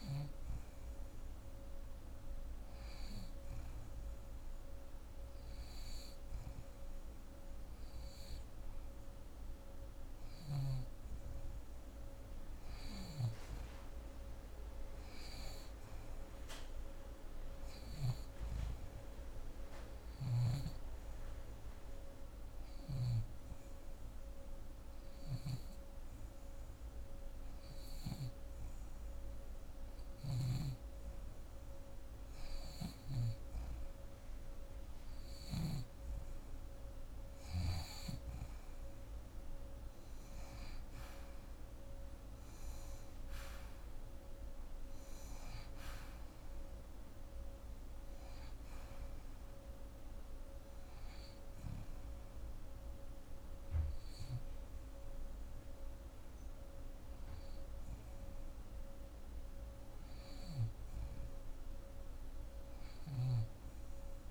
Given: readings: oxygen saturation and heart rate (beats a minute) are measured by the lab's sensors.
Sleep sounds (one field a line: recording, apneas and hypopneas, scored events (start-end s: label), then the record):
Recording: breathing in sleep, hard to hear, by a room microphone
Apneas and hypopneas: 1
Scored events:
0.00-10.50 s: oxygen desaturation (device-marked, oxygen 83% lowest, heart rate 39 extreme)
13.00-18.00 s: arousal
20.50-31.50 s: hypopnea (oxygen 91% before, 86% lowest, heart rate 79 before, 36 extreme)
29.50-33.00 s: snoring (device-marked)
33.00-36.50 s: arousal
From the record:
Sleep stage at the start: N2 (light sleep)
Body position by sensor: on the back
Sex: female